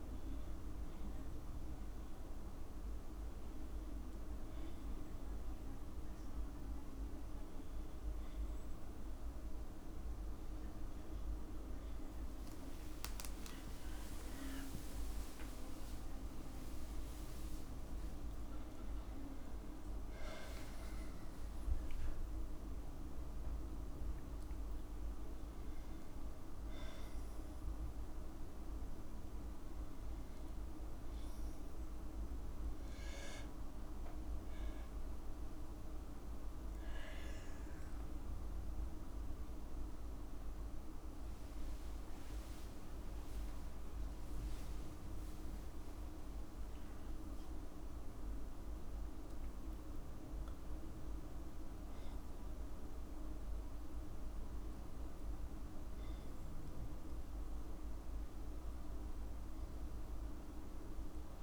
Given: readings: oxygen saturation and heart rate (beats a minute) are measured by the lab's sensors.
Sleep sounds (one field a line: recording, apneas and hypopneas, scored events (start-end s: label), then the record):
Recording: breathing in sleep, hard to hear, by a room microphone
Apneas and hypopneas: none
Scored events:
13.00-17.50 s: arousal
14.50-16.50 s: long interval between heartbeats (device-marked, heart rate 57 before, 58 extreme)
19.50-21.50 s: long interval between heartbeats (device-marked, heart rate 56 before, 71 extreme)
26.50-28.50 s: long interval between heartbeats (device-marked, heart rate 63 before, 76 extreme)
29.50-31.50 s: long interval between heartbeats (device-marked, heart rate 66 before, 79 extreme)
32.50-34.50 s: long interval between heartbeats (device-marked, heart rate 70 before, 89 extreme)
36.50-38.50 s: long interval between heartbeats (device-marked, heart rate 77 before, 78 extreme)
44.00-46.00 s: long interval between heartbeats (device-marked, heart rate 83 before, 66 extreme)
56.50-58.50 s: long interval between heartbeats (device-marked, heart rate 75 before, 66 extreme)
From the record:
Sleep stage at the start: N2 (light sleep)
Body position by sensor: on the back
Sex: female